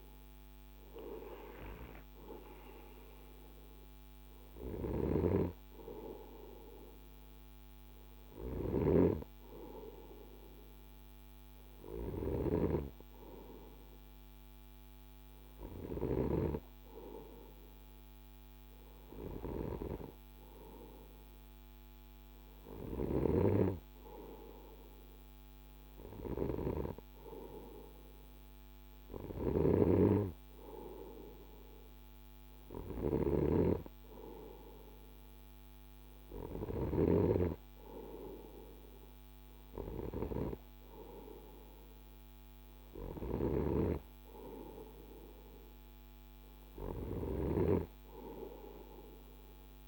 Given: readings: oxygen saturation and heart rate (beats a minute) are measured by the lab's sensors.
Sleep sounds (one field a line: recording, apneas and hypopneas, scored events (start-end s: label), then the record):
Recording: breathing in sleep by a microphone on the trachea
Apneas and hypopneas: none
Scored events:
4.00-8.00 s: snoring (device-marked)
From the record:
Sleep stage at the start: N2 (light sleep)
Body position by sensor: on the right side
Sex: male